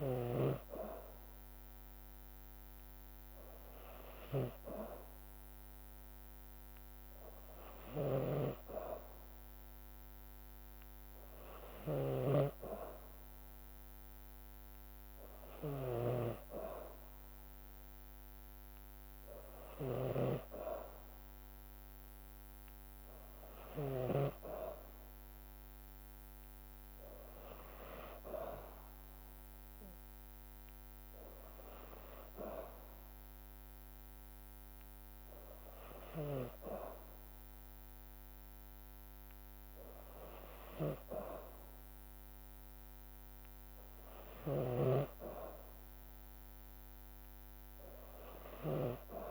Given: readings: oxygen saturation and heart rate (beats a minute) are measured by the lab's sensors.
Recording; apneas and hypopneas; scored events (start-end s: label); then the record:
breathing in sleep by a microphone on the trachea; none
7.50-24.00 s: snoring (device-marked)
44.00-49.31 s: snoring (device-marked)
From the record:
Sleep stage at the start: N2 (light sleep); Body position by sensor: on the back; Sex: female